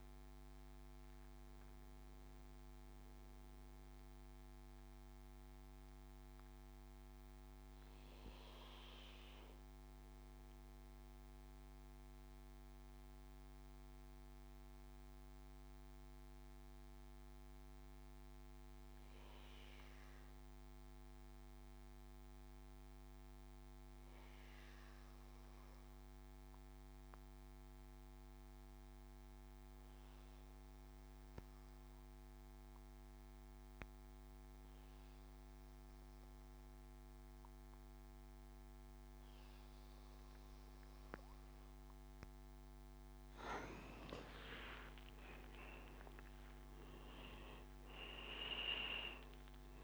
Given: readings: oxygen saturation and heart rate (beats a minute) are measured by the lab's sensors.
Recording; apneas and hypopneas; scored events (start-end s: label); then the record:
breathing in sleep by a microphone on the trachea; 1
0.00-4.50 s: oxygen desaturation (device-marked, oxygen 88% lowest, heart rate 62 extreme)
3.50-40.50 s: obstructive apnea (oxygen 98% before, 89% lowest, heart rate 82 before, 60 extreme, up 11 after)
33.50-49.84 s: oxygen desaturation (device-marked, oxygen 99% before, 89% lowest, heart rate 70 before, 60 extreme)
43.50-47.50 s: arousal
From the record:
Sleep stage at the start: N2 (light sleep); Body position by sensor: on the back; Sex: male